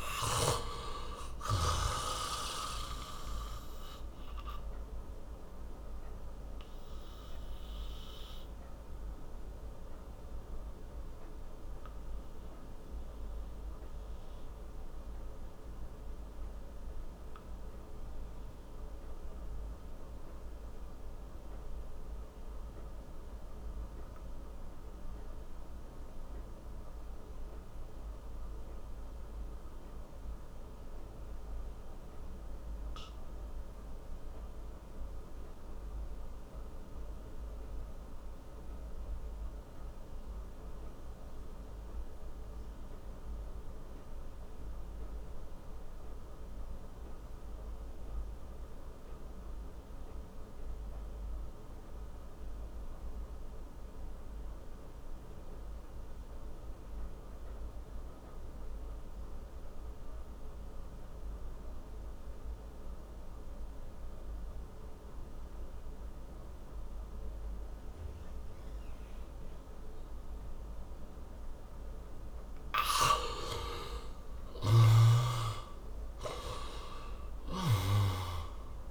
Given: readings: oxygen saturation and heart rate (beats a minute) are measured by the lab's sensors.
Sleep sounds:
breathing in sleep by a room microphone; 1
0.00-29.00 s: oxygen desaturation (device-marked, oxygen 72% lowest)
2.50-72.00 s: obstructive apnea (oxygen 96% before, 65% lowest)
44.00-78.91 s: oxygen desaturation (device-marked, oxygen 98% before, 65% lowest)
73.00-77.50 s: arousal
From the record:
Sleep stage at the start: REM sleep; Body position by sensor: on the back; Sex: male

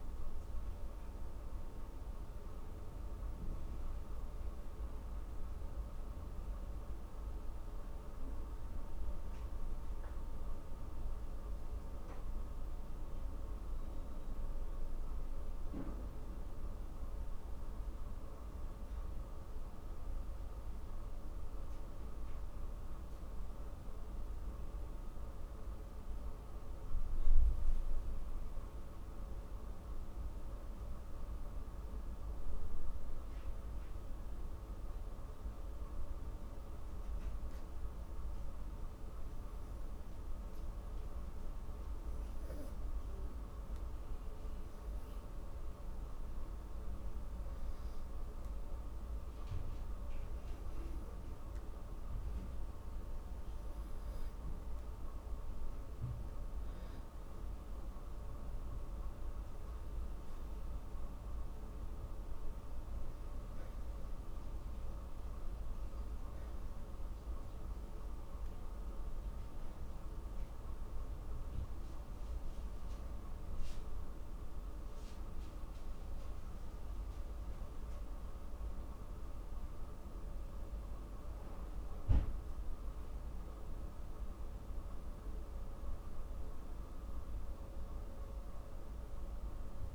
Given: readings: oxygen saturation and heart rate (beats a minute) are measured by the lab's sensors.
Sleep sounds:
breathing in sleep, hard to hear, by a room microphone; 1
38.00-53.00 s: hypopnea (oxygen 93% before, 89% lowest, heart rate 58 before, 63 extreme, up 6 after)
54.50-58.00 s: arousal
65.00-87.00 s: oxygen desaturation (device-marked, oxygen 92% before, 89% lowest, heart rate 67 before, 53 extreme)
From the record:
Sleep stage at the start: N2 (light sleep); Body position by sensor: on the back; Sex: female

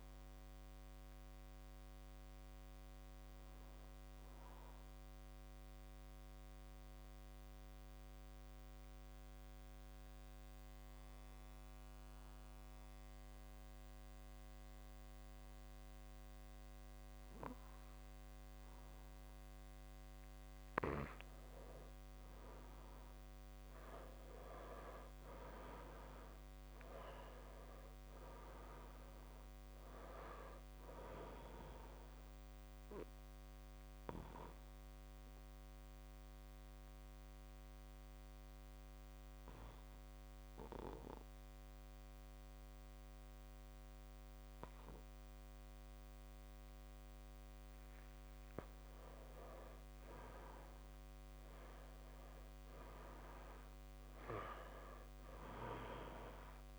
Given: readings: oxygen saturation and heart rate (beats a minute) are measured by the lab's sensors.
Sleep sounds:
breathing in sleep by a microphone on the trachea; 2
7.00-20.50 s: obstructive apnea (oxygen 99% before, 94% lowest)
22.50-26.50 s: arousal
27.00-54.00 s: oxygen desaturation (device-marked, oxygen 99% before, 94% lowest)
33.00-48.00 s: central apnea (oxygen 99% before, 94% lowest)
50.00-54.50 s: arousal
From the record:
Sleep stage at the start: N2 (light sleep); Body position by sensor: on the back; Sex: male

